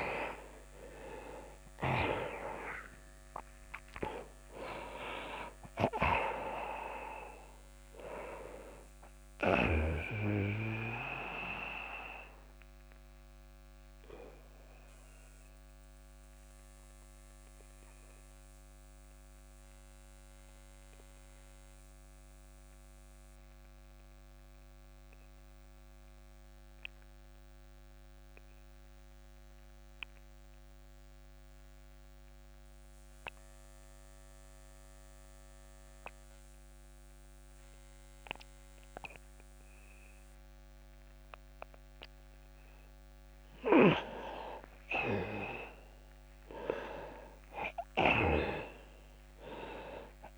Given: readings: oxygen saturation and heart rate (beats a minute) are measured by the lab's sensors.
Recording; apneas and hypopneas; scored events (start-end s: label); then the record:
breathing in sleep by a microphone on the trachea; 1
0.00-1.50 s: arousal
0.00-30.50 s: oxygen desaturation (device-marked, oxygen 79% lowest)
10.50-41.00 s: obstructive apnea (oxygen 95% before, 79% lowest)
44.00-47.50 s: arousal
46.50-50.38 s: oxygen desaturation (device-marked, oxygen 99% before, 89% lowest)
From the record:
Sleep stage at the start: N2 (light sleep); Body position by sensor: on the back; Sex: male